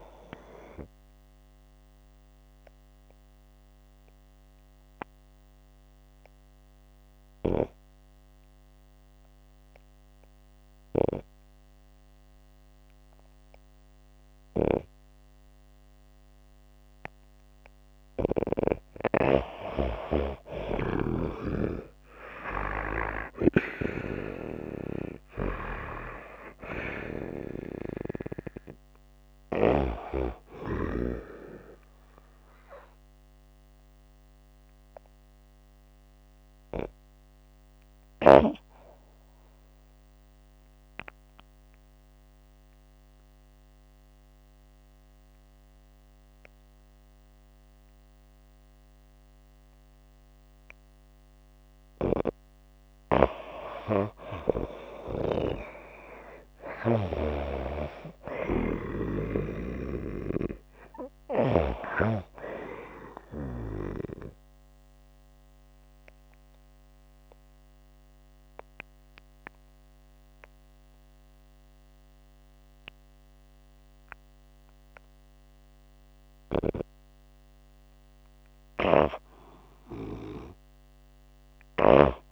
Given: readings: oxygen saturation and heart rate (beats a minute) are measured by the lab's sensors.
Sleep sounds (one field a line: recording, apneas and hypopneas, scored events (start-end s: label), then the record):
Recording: breathing in sleep by a microphone on the trachea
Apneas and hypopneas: 3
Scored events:
0.00-7.00 s: oxygen desaturation (device-marked, oxygen 91% lowest, heart rate 55 extreme)
1.50-18.00 s: obstructive apnea (oxygen 96% before, 88% lowest, heart rate 78 before, 55 extreme)
20.00-48.00 s: oxygen desaturation (device-marked, oxygen 96% before, 89% lowest, heart rate 97 before, 64 extreme)
21.00-25.00 s: arousal
40.50-51.50 s: obstructive apnea (oxygen 96% before, 88% lowest, heart rate 114 before, 64 extreme, up 55 after)
54.00-58.00 s: arousal
63.50-78.00 s: obstructive apnea (oxygen 93% before, 88% lowest, heart rate 96 before, 63 extreme, up 15 after)
64.00-79.00 s: oxygen desaturation (device-marked, oxygen 93% before, 88% lowest, heart rate 95 before, 63 extreme)
81.00-82.32 s: snoring (device-marked)
From the record:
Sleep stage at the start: N2 (light sleep)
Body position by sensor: on the back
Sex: female